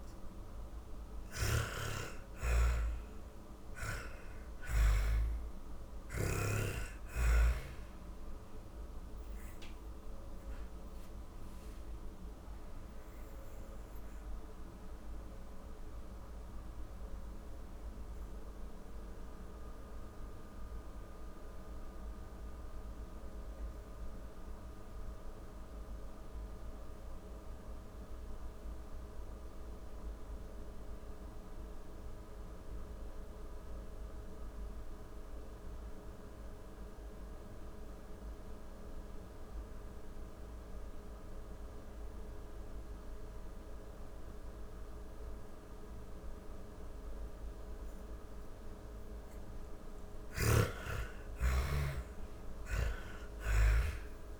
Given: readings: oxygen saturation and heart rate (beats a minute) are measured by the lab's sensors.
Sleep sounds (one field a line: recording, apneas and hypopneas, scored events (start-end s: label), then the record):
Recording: breathing in sleep by a room microphone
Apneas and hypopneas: 1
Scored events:
0.00-2.00 s: arousal
0.00-3.50 s: snoring (device-marked)
0.00-24.50 s: oxygen desaturation (device-marked, oxygen 79% lowest)
8.50-47.50 s: obstructive apnea (oxygen 99% before, 77% lowest)
36.50-54.40 s: oxygen desaturation (device-marked, oxygen 98% before, 77% lowest, heart rate 45 before, 43 extreme)
49.00-53.50 s: arousal
From the record:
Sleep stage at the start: N2 (light sleep)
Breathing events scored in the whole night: 396 in 5.8 hours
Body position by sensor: on the back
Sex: female